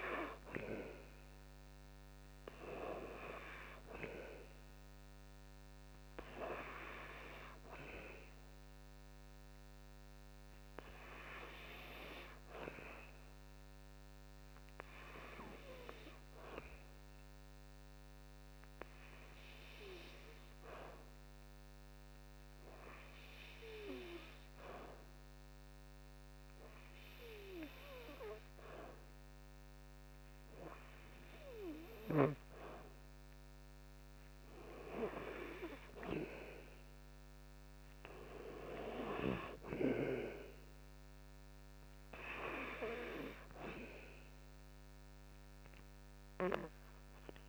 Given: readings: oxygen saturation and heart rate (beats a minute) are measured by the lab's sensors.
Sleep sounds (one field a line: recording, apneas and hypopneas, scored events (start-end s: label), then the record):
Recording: breathing in sleep by a microphone on the trachea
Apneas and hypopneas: 1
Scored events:
0.00-18.00 s: oxygen desaturation (device-marked, oxygen 85% lowest, heart rate 58 extreme)
14.50-32.50 s: hypopnea (oxygen 91% before, 90% lowest, heart rate 62 before, 59 extreme, up 6 after)
34.00-38.50 s: arousal
34.00-47.48 s: oxygen desaturation (device-marked, oxygen 97% before, 90% lowest, heart rate 61 before, 58 extreme)
From the record:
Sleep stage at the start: N2 (light sleep)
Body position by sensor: on the back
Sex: male